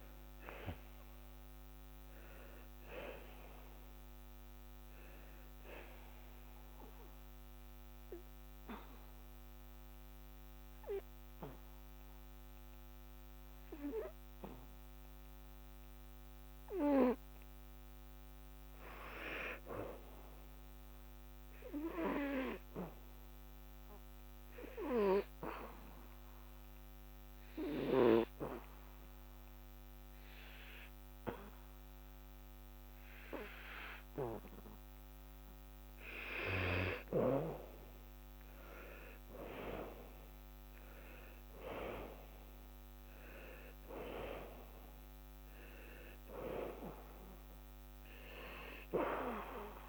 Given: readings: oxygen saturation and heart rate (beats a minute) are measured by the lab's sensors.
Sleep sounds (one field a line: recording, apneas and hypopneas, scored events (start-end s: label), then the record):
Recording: breathing in sleep by a microphone on the trachea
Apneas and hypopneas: 1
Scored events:
0.00-24.00 s: oxygen desaturation (device-marked, oxygen 88% lowest, heart rate 71 extreme)
1.00-4.50 s: arousal
7.00-36.50 s: hypopnea (oxygen 96% before, 89% lowest, heart rate 77 before, 73 extreme, up 10 after)
38.00-41.50 s: arousal
42.00-49.89 s: oxygen desaturation (device-marked, oxygen 97% before, 91% lowest, heart rate 77 before, 69 extreme)
From the record:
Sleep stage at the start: N2 (light sleep)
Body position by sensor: on the back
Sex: male